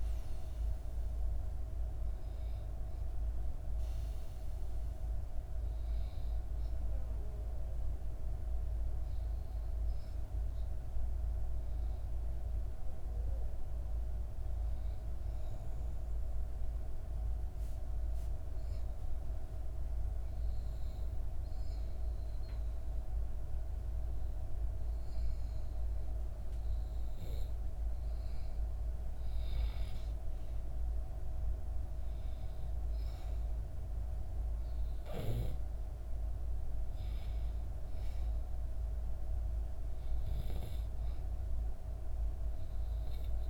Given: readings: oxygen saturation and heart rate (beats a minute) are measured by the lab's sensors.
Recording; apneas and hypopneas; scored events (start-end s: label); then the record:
breathing in sleep, hard to hear, by a room microphone; 1
10.00-13.00 s: arousal
16.00-27.00 s: obstructive apnea (oxygen 97% before, 91% lowest, heart rate 67 before, 64 extreme, up 4 after)
29.50-33.00 s: arousal
32.50-43.50 s: oxygen desaturation (device-marked, oxygen 97% before, 92% lowest, heart rate 67 before, 65 extreme)
From the record:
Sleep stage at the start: N2 (light sleep); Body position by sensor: on the back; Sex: female